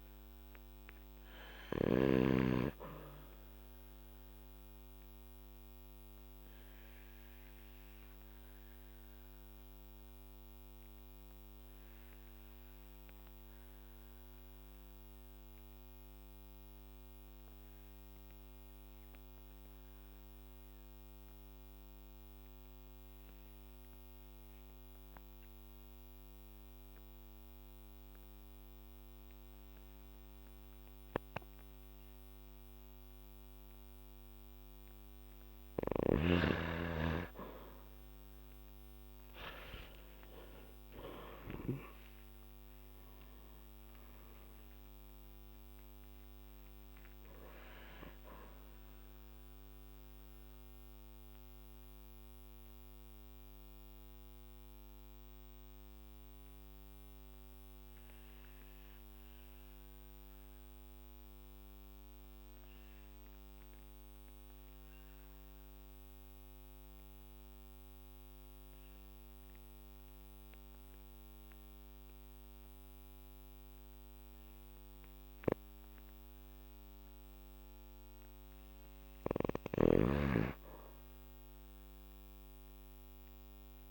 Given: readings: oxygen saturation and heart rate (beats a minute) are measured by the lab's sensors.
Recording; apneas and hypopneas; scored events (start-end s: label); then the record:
breathing in sleep by a microphone on the trachea; 2
0.00-2.00 s: snoring (device-marked)
6.00-35.00 s: obstructive apnea (oxygen 98% before, 89% lowest, heart rate 55 before, 46 extreme, up 8 after)
21.50-31.50 s: oxygen desaturation (device-marked, oxygen 97% before, 93% lowest, heart rate 53 before, 46 extreme)
40.00-45.00 s: arousal
49.50-78.50 s: obstructive apnea (oxygen 98% before, 89% lowest, heart rate 57 before, 46 extreme, up 3 after)
63.50-78.50 s: oxygen desaturation (device-marked, oxygen 95% before, 89% lowest, heart rate 54 before, 50 extreme)
79.50-83.91 s: snoring (device-marked)
81.50-83.91 s: arousal
From the record:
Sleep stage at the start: N2 (light sleep); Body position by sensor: on the back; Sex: male